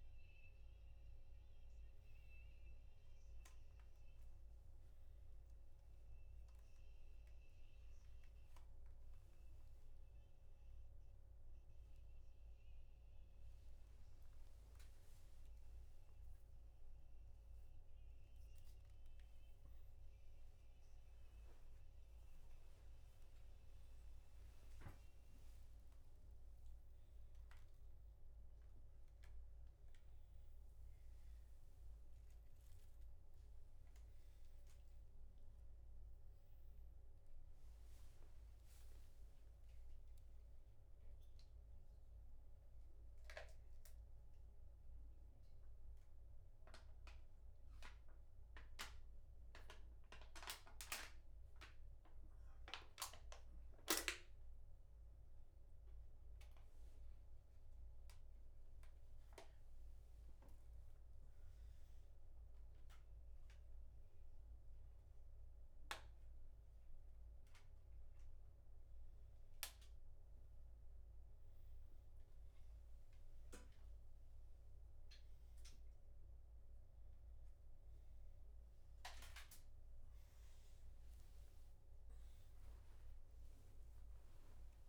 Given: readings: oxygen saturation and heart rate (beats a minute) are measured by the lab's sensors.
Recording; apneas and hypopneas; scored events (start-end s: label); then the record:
breathing in sleep by a room microphone; none
5.50-84.89 s: new sleep stage, N2 (light sleep)
17.50-36.50 s: oxygen desaturation (device-marked, oxygen 95% before, 89% lowest, heart rate 70 before, 56 extreme)
From the record:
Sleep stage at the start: N1 (lightest sleep); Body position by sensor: on the right side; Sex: male